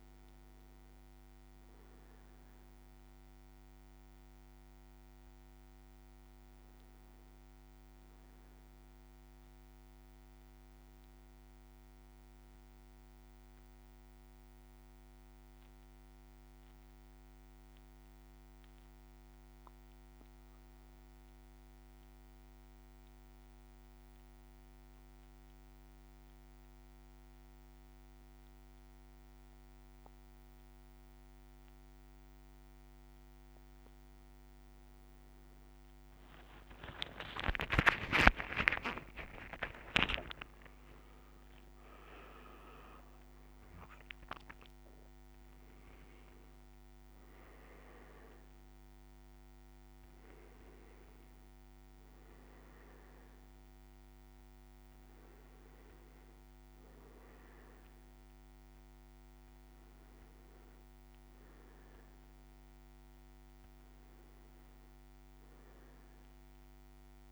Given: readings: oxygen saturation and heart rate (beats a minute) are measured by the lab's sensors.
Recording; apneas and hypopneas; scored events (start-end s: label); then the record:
breathing in sleep by a microphone on the trachea; 1
0.00-11.00 s: oxygen desaturation (device-marked, oxygen 93% lowest, heart rate 56 extreme)
12.00-34.00 s: mixed apnea (oxygen 99% before, 95% lowest, heart rate 57 before, 56 extreme, up 53 after)
36.00-67.32 s: oxygen desaturation (device-marked, oxygen 100% before, 95% lowest, heart rate 56 before, 54 extreme)
37.50-43.00 s: arousal
From the record:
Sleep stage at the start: N2 (light sleep); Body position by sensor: on the back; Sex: male